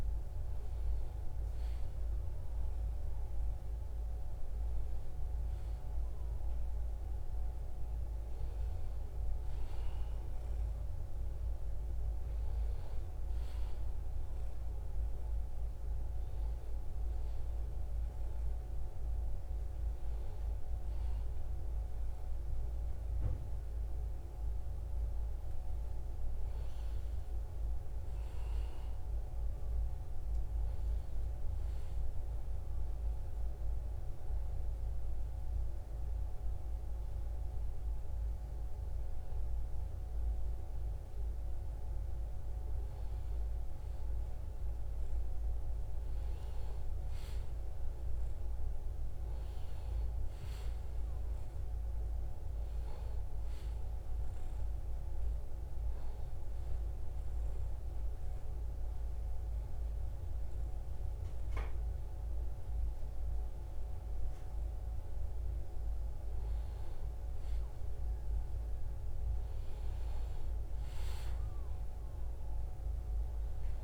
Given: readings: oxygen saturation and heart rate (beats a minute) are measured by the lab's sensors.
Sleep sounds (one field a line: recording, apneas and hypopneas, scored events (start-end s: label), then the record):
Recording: breathing in sleep, hard to hear, by a room microphone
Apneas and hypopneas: 2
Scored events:
24.50-26.50 s: long interval between heartbeats (device-marked, heart rate 77 before, 96 extreme)
32.00-43.00 s: hypopnea (oxygen 94% before, 90% lowest, heart rate 83 before, 74 extreme, up 0 after)
45.00-49.00 s: arousal
56.00-66.00 s: hypopnea (oxygen 93% before, 90% lowest, heart rate 76 before, 74 extreme, up 0 after)
69.00-73.50 s: arousal
From the record:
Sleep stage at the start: N1 (lightest sleep)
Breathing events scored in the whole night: 499 in 6.2 hours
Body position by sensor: on the right side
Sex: male